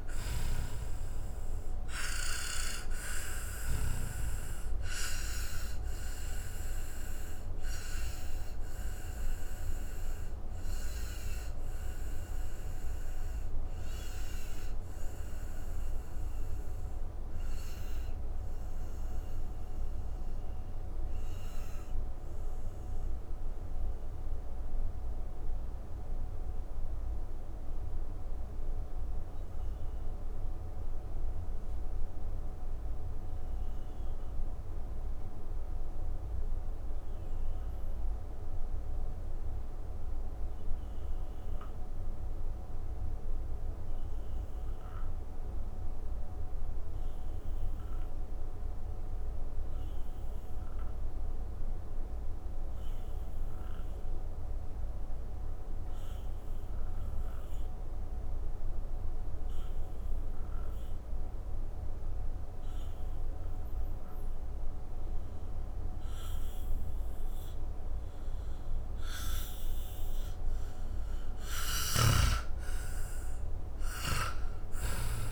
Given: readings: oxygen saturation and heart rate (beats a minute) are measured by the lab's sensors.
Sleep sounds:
breathing in sleep by a room microphone; 1
0.00-3.50 s: snoring (device-marked)
0.00-40.00 s: oxygen desaturation (device-marked, oxygen 87% lowest)
4.00-69.50 s: obstructive apnea (oxygen 98% before, 81% lowest)
57.00-75.32 s: oxygen desaturation (device-marked, oxygen 98% before, 81% lowest, heart rate 145 before, 31 extreme)
71.00-75.32 s: arousal
71.00-75.32 s: snoring (device-marked)
From the record:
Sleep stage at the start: N2 (light sleep); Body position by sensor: on the back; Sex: male

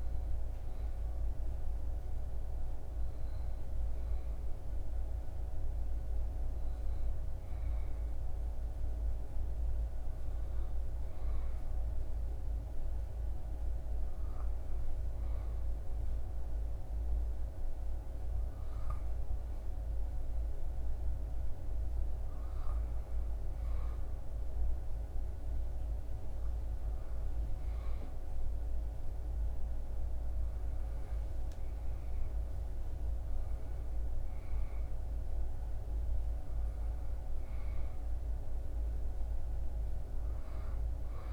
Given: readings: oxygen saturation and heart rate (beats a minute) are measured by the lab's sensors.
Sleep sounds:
a person partly awake in a sleep study, hard to hear, by a room microphone; none
9.50-39.50 s: new sleep stage, N1 (lightest sleep)
39.50-41.33 s: new sleep stage, N2 (light sleep)
From the record:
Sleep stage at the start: awake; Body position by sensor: on the back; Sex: male

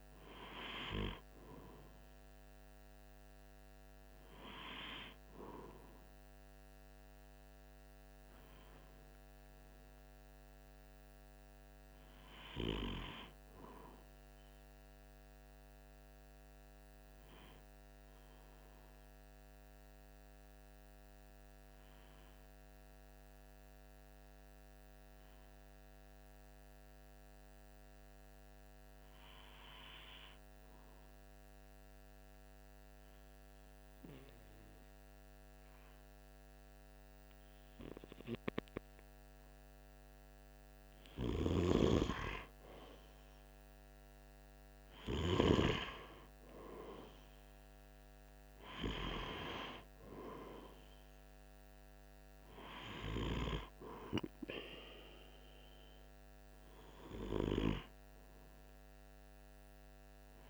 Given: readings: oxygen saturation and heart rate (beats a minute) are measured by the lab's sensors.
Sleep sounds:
breathing in sleep by a microphone on the trachea; 1
0.00-19.50 s: oxygen desaturation (device-marked, oxygen 93% lowest, heart rate 45 extreme)
19.50-39.50 s: mixed apnea (oxygen 96% before, 93% lowest, heart rate 47 before, 45 extreme, up 2 after)
41.50-45.50 s: arousal
46.50-60.50 s: oxygen desaturation (device-marked, oxygen 97% before, 93% lowest, heart rate 47 before, 46 extreme)
From the record:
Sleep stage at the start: N2 (light sleep); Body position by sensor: on the right side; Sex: male

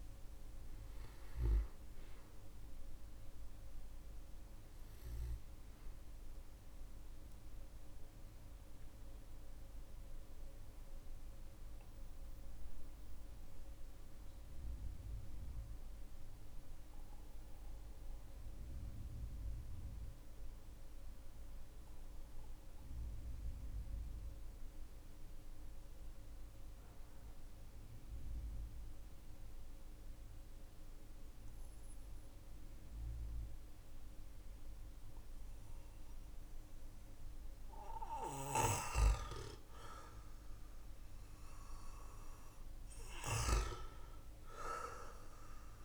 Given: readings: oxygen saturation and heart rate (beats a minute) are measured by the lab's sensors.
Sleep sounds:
breathing in sleep by a room microphone; 1
0.00-20.50 s: oxygen desaturation (device-marked, oxygen 92% lowest, heart rate 39 extreme)
7.50-38.00 s: obstructive apnea (oxygen 97% before, 92% lowest, heart rate 48 before, 42 extreme, up 13 after)
39.50-45.50 s: arousal
From the record:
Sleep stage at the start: N2 (light sleep); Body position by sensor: on the back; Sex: male

